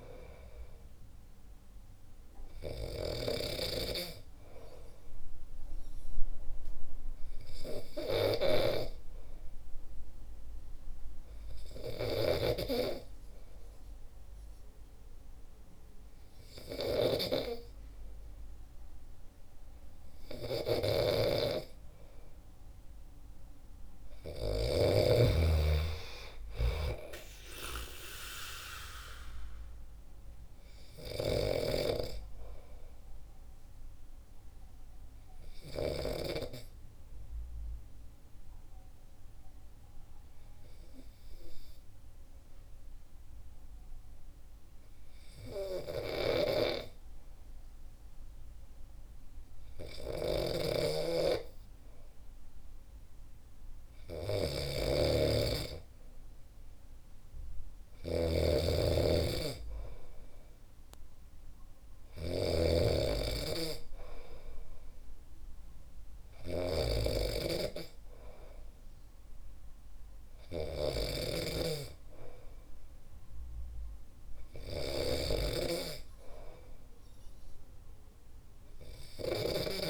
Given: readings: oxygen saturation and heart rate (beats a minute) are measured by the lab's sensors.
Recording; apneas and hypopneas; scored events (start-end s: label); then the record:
breathing in sleep by a room microphone; 2
0.00-3.50 s: snoring (device-marked)
5.00-21.50 s: hypopnea (oxygen 95% before, 92% lowest, heart rate 64 before, 62 extreme, up 2 after)
12.00-25.00 s: snoring (device-marked)
24.00-27.00 s: arousal
31.00-36.50 s: snoring (device-marked)
32.50-54.00 s: hypopnea (oxygen 95% before, 92% lowest, heart rate 64 before, 62 extreme, up 4 after)
50.00-79.90 s: snoring (device-marked)
55.50-58.00 s: arousal
57.50-79.90 s: oxygen desaturation (device-marked, oxygen 98% before, 92% lowest, heart rate 64 before, 64 extreme)
From the record:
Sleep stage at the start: N2 (light sleep); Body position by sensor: on the back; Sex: male